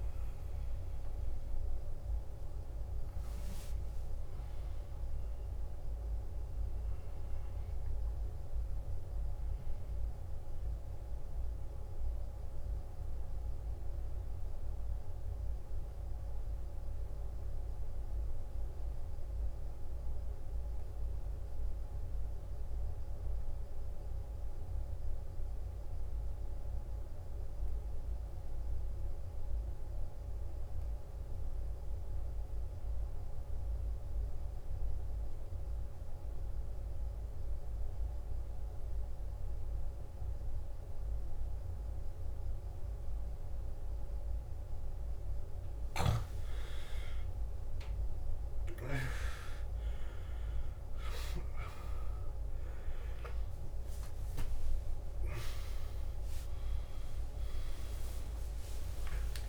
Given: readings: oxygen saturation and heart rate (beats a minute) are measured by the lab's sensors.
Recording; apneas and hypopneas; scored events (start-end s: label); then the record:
breathing in sleep, hard to hear, by a room microphone; 1
0.00-17.50 s: oxygen desaturation (device-marked, oxygen 90% lowest, heart rate 53 extreme)
12.00-45.50 s: obstructive apnea (oxygen 96% before, 87% lowest, heart rate 63 before, 53 extreme, up 15 after)
34.50-59.49 s: oxygen desaturation (device-marked, oxygen 97% before, 87% lowest, heart rate 55 before, 54 extreme)
42.50-44.50 s: long interval between heartbeats (device-marked, heart rate 55 before, 57 extreme)
46.50-50.50 s: arousal
From the record:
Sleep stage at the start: N2 (light sleep); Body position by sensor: on the back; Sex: male